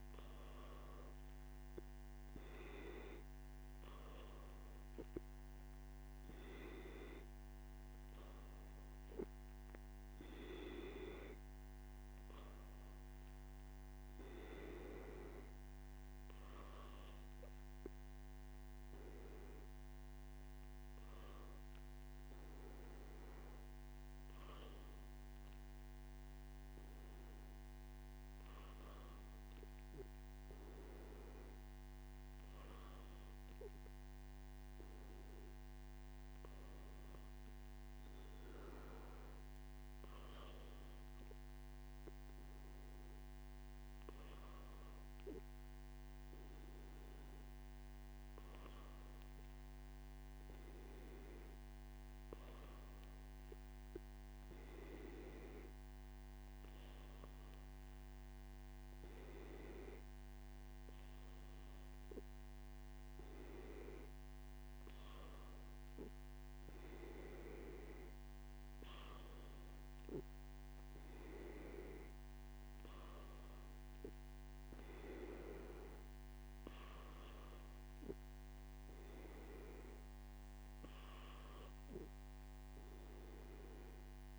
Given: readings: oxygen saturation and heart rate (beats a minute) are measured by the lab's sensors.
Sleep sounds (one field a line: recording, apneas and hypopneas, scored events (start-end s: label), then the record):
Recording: breathing in sleep by a microphone on the trachea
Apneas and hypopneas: none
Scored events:
none scored
From the record:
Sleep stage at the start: N1 (lightest sleep)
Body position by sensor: on the back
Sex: male